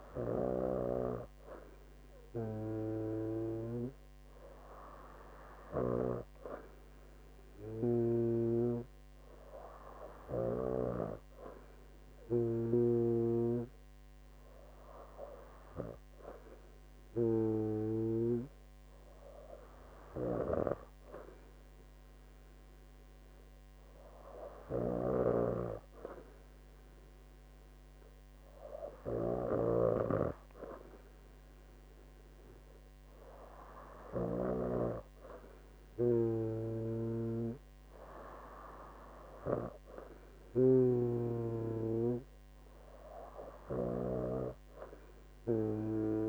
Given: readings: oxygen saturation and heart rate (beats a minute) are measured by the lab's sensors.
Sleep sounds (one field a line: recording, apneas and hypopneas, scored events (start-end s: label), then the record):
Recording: breathing in sleep by a microphone on the trachea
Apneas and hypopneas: none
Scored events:
none scored
From the record:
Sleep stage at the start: N2 (light sleep)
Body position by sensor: on the right side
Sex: female